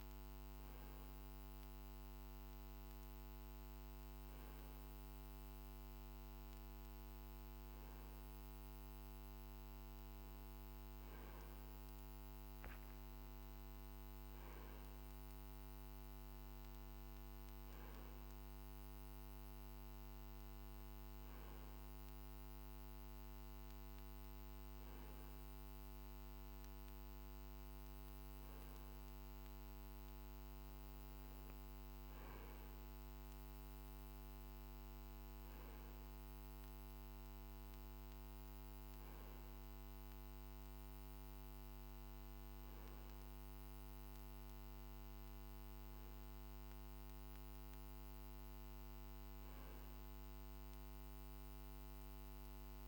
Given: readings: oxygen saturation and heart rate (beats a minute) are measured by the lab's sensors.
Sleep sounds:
breathing in sleep, hard to hear, by a microphone on the trachea; none
none scored
From the record:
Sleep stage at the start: N2 (light sleep); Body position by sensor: on the right side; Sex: male

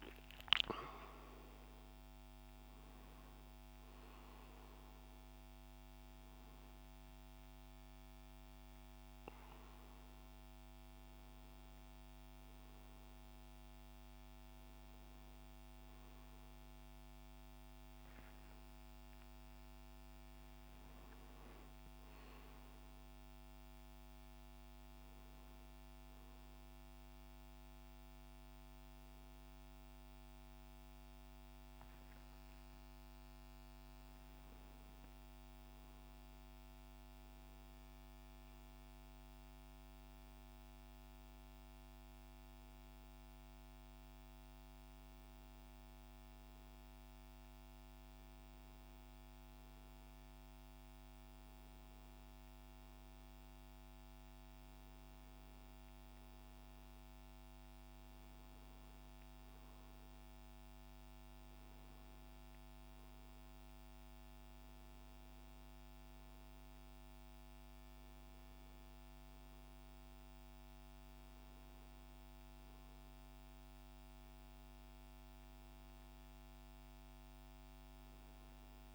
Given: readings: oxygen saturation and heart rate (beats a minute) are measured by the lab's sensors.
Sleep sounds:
breathing in sleep, hard to hear, by a microphone on the trachea; none
none scored
From the record:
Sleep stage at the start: N2 (light sleep); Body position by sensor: on the right side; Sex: male

